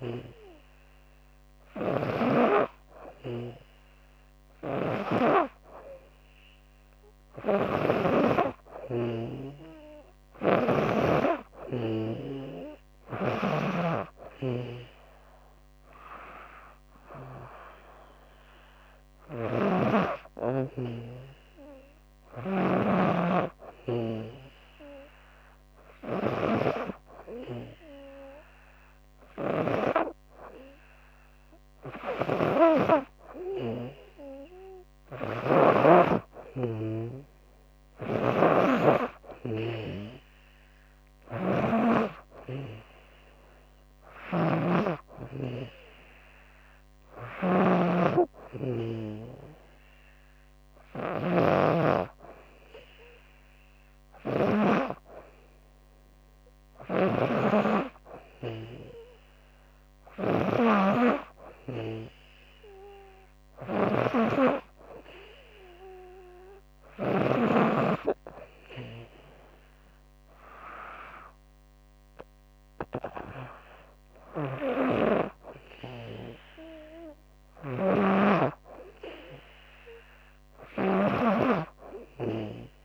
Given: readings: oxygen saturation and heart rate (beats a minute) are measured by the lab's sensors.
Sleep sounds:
breathing in sleep by a microphone on the trachea; none
0.00-7.50 s: snoring (device-marked)
9.50-29.50 s: snoring (device-marked)
31.50-54.00 s: snoring (device-marked)
56.00-67.00 s: snoring (device-marked)
73.50-82.85 s: snoring (device-marked)
From the record:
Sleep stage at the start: N2 (light sleep); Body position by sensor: on the back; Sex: female

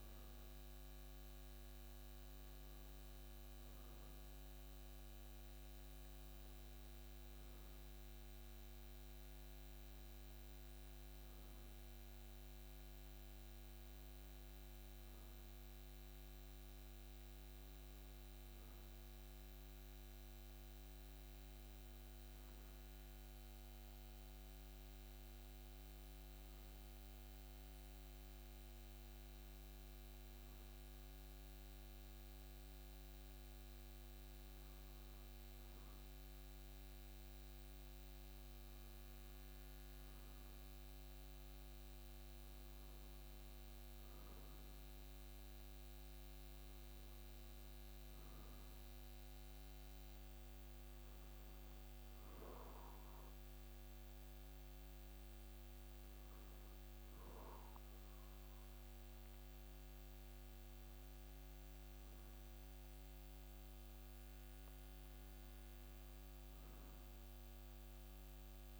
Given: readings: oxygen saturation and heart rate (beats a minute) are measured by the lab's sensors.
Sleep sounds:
breathing in sleep, hard to hear, by a microphone on the trachea; none
none scored
From the record:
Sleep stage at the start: N2 (light sleep); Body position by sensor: on the back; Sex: male

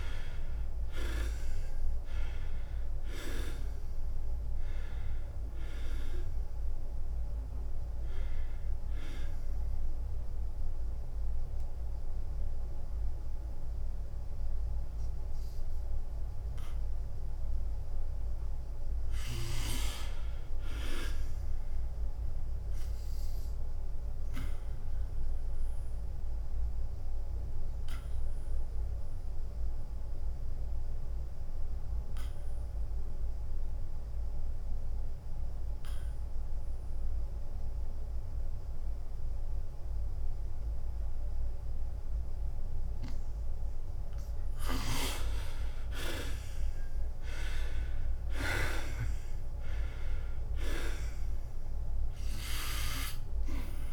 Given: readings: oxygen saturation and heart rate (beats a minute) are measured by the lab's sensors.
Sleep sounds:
breathing in sleep by a room microphone; 1
0.00-5.00 s: arousal
0.00-11.00 s: drop in pulse transit time (device-marked, heart rate 84 extreme)
0.00-33.00 s: oxygen desaturation (device-marked, oxygen 61% lowest, heart rate 86 extreme)
27.00-45.50 s: obstructive apnea (oxygen 94% before, 65% lowest, heart rate 99 before, 86 extreme, up 9 after)
38.00-44.00 s: oxygen desaturation (device-marked, oxygen 97% before, 89% lowest, heart rate 93 before, 87 extreme)
46.00-53.93 s: drop in pulse transit time (device-marked, heart rate 88 before, 88 extreme)
47.50-51.50 s: arousal
From the record:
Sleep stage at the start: REM sleep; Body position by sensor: on the back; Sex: male

